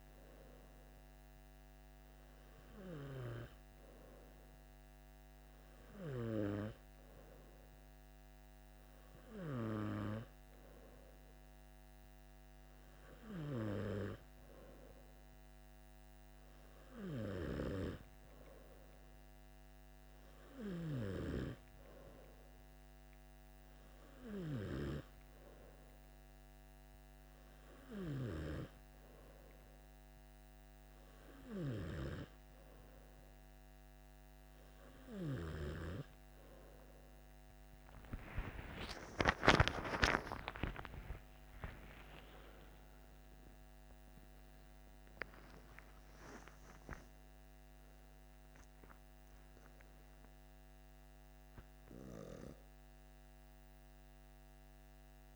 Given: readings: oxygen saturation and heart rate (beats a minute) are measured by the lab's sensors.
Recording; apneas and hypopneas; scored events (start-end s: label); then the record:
breathing in sleep by a microphone on the trachea; none
39.00-46.00 s: arousal
From the record:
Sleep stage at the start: N2 (light sleep); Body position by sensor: on the back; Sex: male